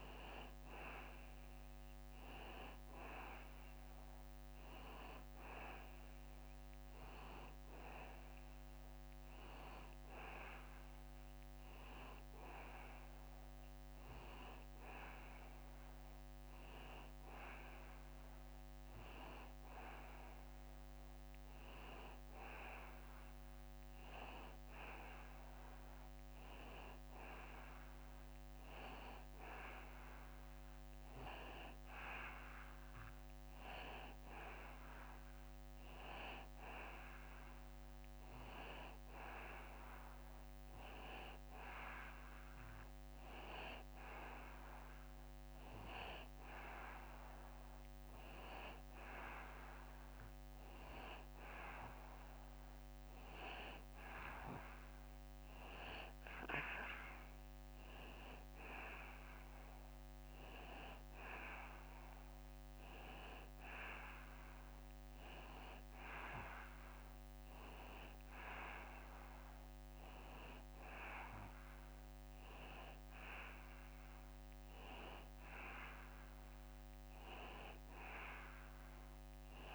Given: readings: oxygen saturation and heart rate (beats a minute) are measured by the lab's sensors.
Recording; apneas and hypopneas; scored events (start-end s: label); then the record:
breathing in sleep by a microphone on the trachea; none
none scored
From the record:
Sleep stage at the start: N2 (light sleep); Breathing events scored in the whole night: 252 in 4.2 hours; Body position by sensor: on the back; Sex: male